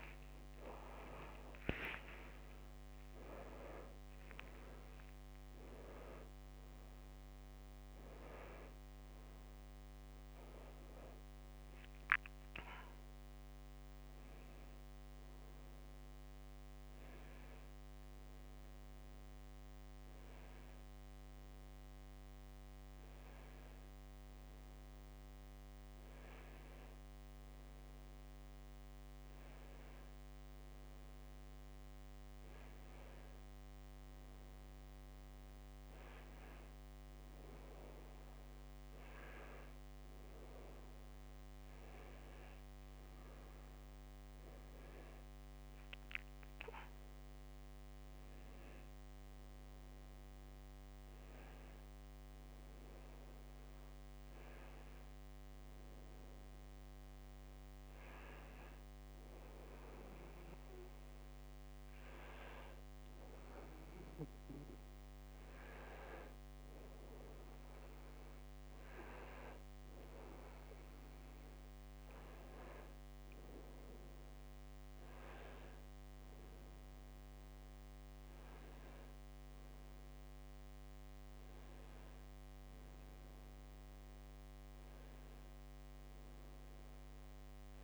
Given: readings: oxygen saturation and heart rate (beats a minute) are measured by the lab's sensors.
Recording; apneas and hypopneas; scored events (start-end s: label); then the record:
a person awake in a sleep study, by a microphone on the trachea; none
none scored
From the record:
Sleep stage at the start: awake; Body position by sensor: on the back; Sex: male